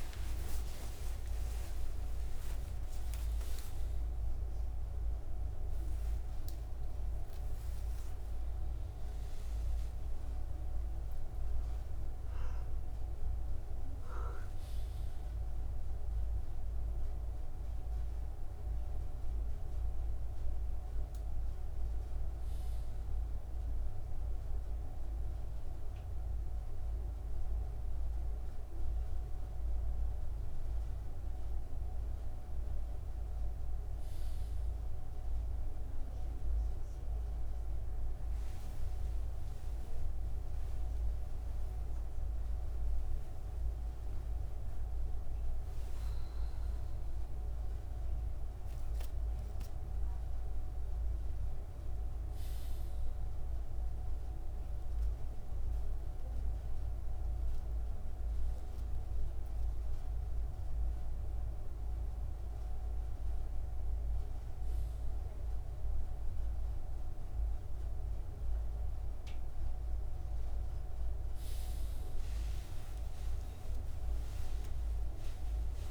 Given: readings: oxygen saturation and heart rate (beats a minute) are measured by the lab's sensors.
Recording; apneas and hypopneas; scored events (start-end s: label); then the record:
a person awake in a sleep study, hard to hear, by a room microphone; none
none scored
From the record:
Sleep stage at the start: awake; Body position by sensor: on the right side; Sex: male